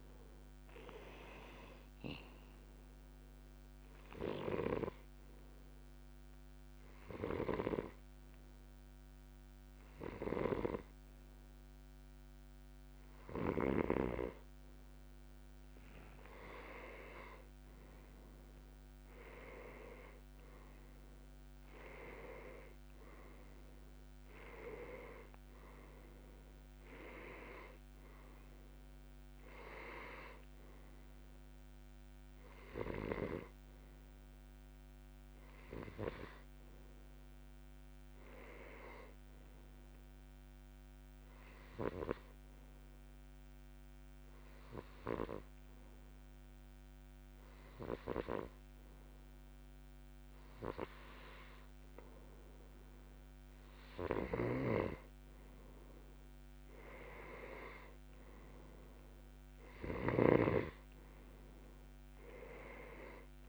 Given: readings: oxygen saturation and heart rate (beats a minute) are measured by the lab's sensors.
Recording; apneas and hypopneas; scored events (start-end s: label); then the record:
breathing in sleep by a microphone on the trachea; 2
0.00-18.00 s: oxygen desaturation (device-marked, oxygen 92% lowest, heart rate 61 extreme)
4.00-14.50 s: hypopnea (oxygen 98% before, 89% lowest, heart rate 67 before, 61 extreme, up 2 after)
7.50-14.00 s: snoring (device-marked)
16.50-22.50 s: arousal
29.00-45.00 s: oxygen desaturation (device-marked, oxygen 94% before, 90% lowest, heart rate 62 before, 59 extreme)
41.00-53.50 s: hypopnea (oxygen 94% before, 89% lowest, heart rate 64 before, 59 extreme, up 2 after)
41.00-63.49 s: new sleep stage, N2 (light sleep)
54.50-63.49 s: snoring (device-marked)
57.00-60.50 s: arousal
60.00-63.49 s: oxygen desaturation (device-marked, oxygen 95% before, 89% lowest, heart rate 61 before, 60 extreme)
From the record:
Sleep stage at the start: N1 (lightest sleep); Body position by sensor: on the left side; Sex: male